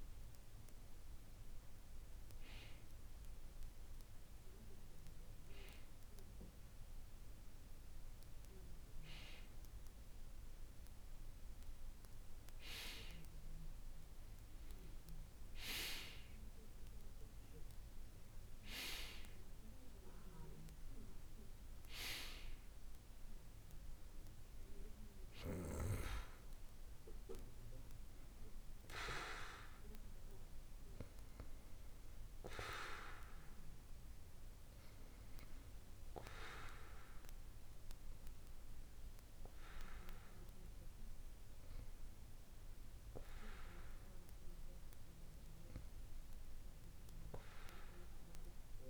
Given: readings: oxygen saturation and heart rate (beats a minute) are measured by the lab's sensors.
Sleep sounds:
breathing in sleep by a room microphone; none
none scored
From the record:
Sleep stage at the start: N2 (light sleep); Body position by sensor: on the back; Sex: male

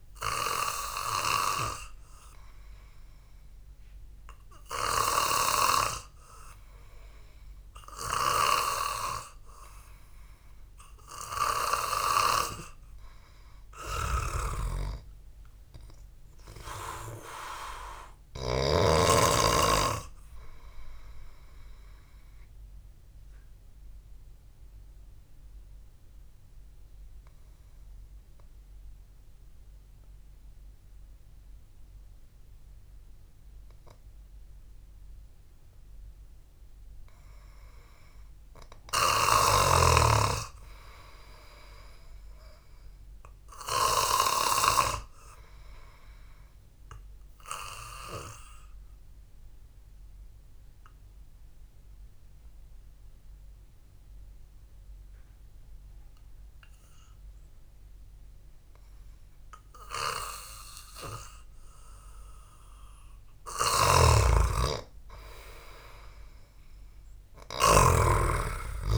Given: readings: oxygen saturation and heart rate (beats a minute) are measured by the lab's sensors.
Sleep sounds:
breathing in sleep by a room microphone; 2
2.00-6.50 s: snoring (device-marked)
14.50-19.50 s: snoring (device-marked)
18.50-22.50 s: arousal
26.50-37.50 s: obstructive apnea (oxygen 96% before, 92% lowest, heart rate 60 before, 54 extreme, up 2 after)
40.00-44.00 s: arousal
49.50-60.50 s: obstructive apnea (oxygen 97% before, 92% lowest, heart rate 62 before, 55 extreme, up 5 after)
62.00-68.98 s: oxygen desaturation (device-marked, oxygen 96% before, 92% lowest, heart rate 57 before, 55 extreme)
64.00-68.50 s: snoring (device-marked)
64.50-68.98 s: arousal
From the record:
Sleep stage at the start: N2 (light sleep); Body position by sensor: on the back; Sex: male

